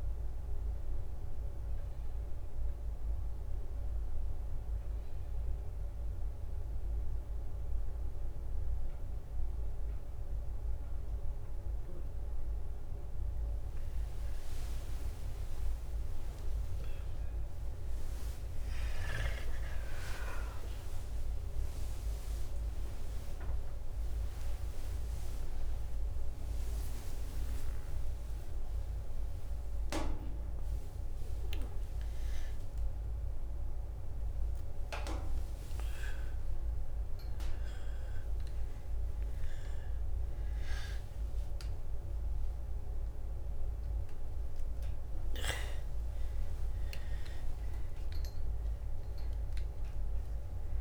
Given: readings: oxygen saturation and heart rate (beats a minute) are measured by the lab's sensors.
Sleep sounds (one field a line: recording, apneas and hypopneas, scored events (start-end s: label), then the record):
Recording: a person awake in a sleep study, by a room microphone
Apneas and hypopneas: none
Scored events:
13.50-31.50 s: tachycardia (device-marked, heart rate 64 before, 170 extreme)
18.50-30.50 s: drop in pulse transit time (device-marked, heart rate 72 before, 117 extreme)
38.50-50.81 s: bradycardia (device-marked, heart rate 68 before, 34 extreme)
39.50-46.50 s: drop in pulse transit time (device-marked, heart rate 131 before, 36 extreme)
41.00-43.00 s: leg movement (device-marked)
From the record:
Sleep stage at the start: awake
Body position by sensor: on the back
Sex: female